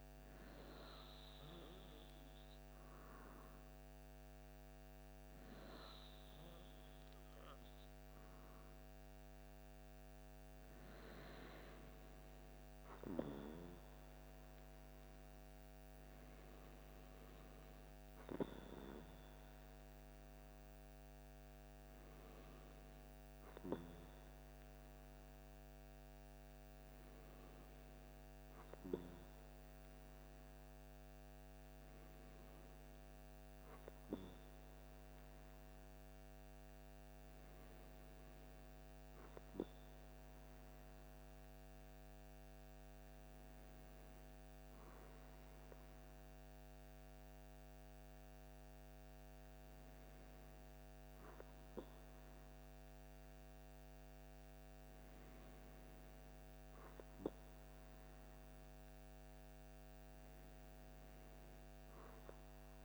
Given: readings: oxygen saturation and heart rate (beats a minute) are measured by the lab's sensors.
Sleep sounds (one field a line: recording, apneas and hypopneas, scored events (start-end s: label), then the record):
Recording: breathing in sleep, hard to hear, by a microphone on the trachea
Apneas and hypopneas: none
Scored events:
none scored
From the record:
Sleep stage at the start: N2 (light sleep)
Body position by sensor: on the back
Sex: male